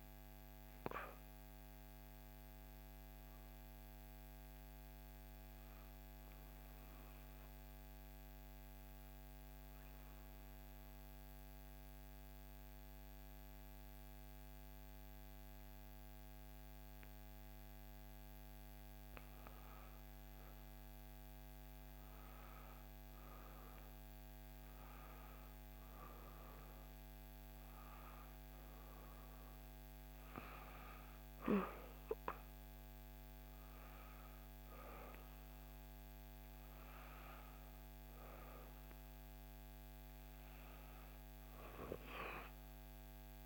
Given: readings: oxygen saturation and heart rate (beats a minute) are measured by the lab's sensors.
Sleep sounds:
breathing in sleep by a microphone on the trachea; 1
0.00-2.50 s: oxygen desaturation (device-marked, oxygen 89% lowest, heart rate 59 extreme)
6.00-19.00 s: obstructive apnea (oxygen 97% before, 92% lowest, heart rate 64 before, 59 extreme, up 7 after)
20.50-43.46 s: oxygen desaturation (device-marked, oxygen 98% before, 92% lowest, heart rate 61 before, 62 extreme)
21.50-25.50 s: arousal
From the record:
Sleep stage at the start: N2 (light sleep); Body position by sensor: on the back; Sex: female

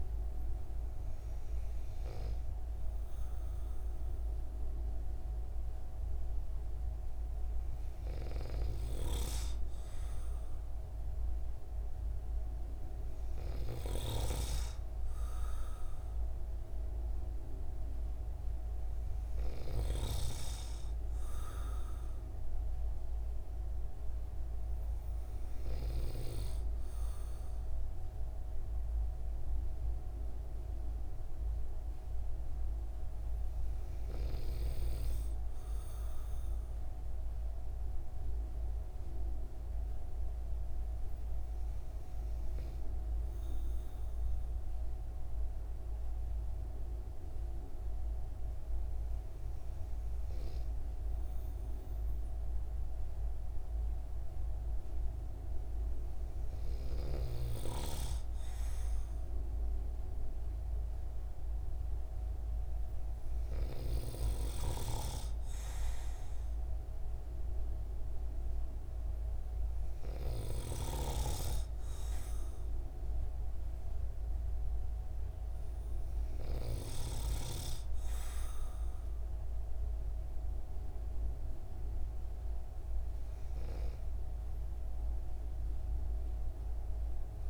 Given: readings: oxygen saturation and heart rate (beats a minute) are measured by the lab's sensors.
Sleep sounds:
breathing in sleep by a room microphone; none
56.50-87.50 s: new sleep stage, REM sleep
From the record:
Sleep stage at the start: N2 (light sleep); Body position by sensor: on the right side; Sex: male

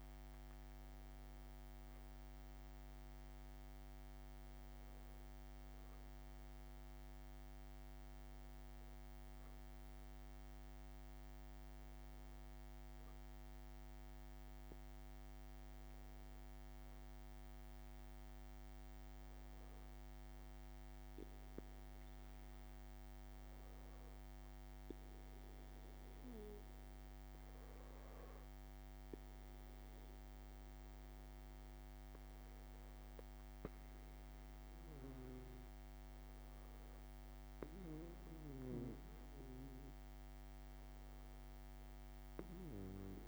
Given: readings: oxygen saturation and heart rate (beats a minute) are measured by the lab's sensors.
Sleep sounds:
breathing in sleep by a microphone on the trachea; none
11.50-13.50 s: long interval between heartbeats (device-marked)
37.00-39.00 s: long interval between heartbeats (device-marked)
From the record:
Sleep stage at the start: N2 (light sleep); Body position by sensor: on the back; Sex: male

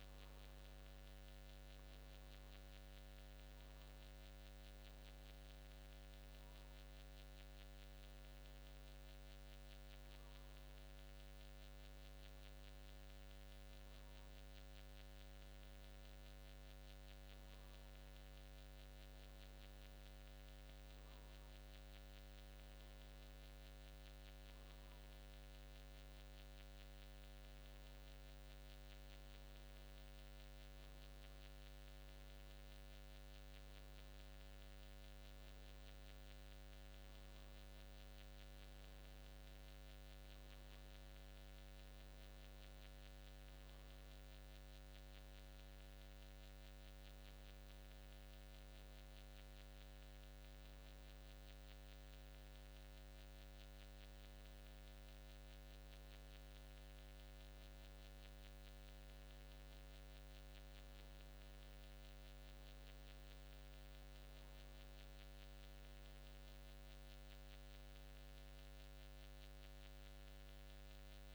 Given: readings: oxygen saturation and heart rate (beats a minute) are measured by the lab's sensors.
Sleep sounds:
breathing in sleep, hard to hear, by a microphone on the trachea; none
none scored
From the record:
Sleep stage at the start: N2 (light sleep); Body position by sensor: on the back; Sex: male

